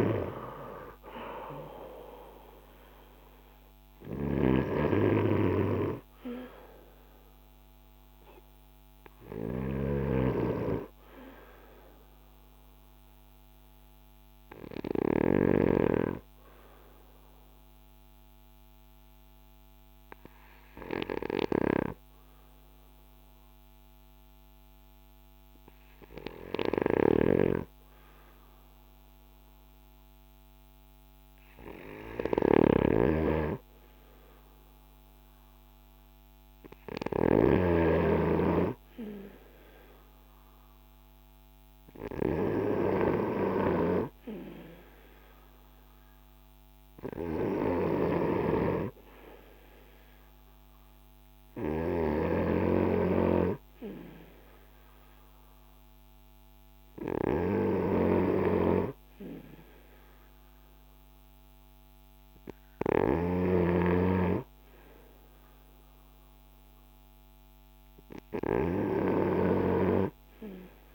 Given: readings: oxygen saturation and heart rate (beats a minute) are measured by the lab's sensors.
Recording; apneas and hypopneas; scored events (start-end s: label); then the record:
breathing in sleep by a microphone on the trachea; 1
13.00-34.00 s: obstructive apnea (oxygen 93% before, 91% lowest, heart rate 48 before, 39 extreme, up 17 after)
32.50-37.50 s: snoring (device-marked)
35.50-39.50 s: arousal
From the record:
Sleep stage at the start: N2 (light sleep); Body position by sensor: on the front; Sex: male